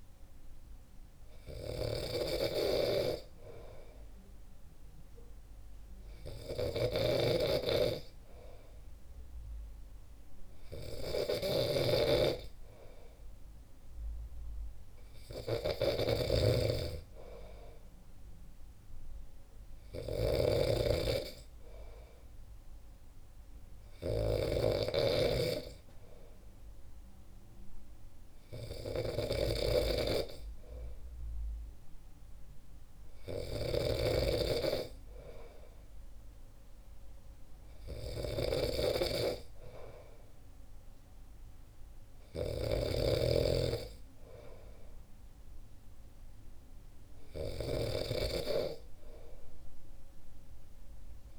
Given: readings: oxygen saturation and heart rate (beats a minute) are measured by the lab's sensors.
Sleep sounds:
breathing in sleep by a room microphone; none
0.00-51.39 s: snoring (device-marked)
From the record:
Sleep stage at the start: N2 (light sleep); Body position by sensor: on the back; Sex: male

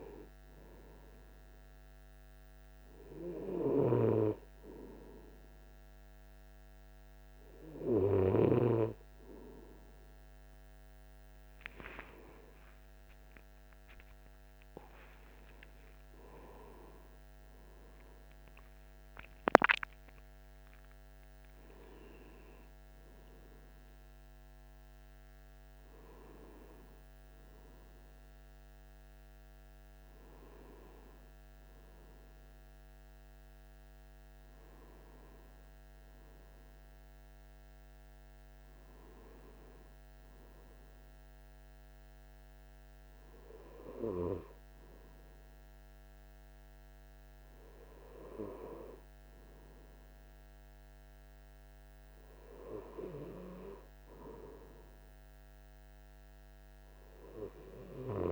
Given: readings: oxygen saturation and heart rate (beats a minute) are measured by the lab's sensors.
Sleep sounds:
breathing in sleep by a microphone on the trachea; none
13.00-19.00 s: arousal
From the record:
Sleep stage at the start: N2 (light sleep); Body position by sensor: on the right side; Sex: male

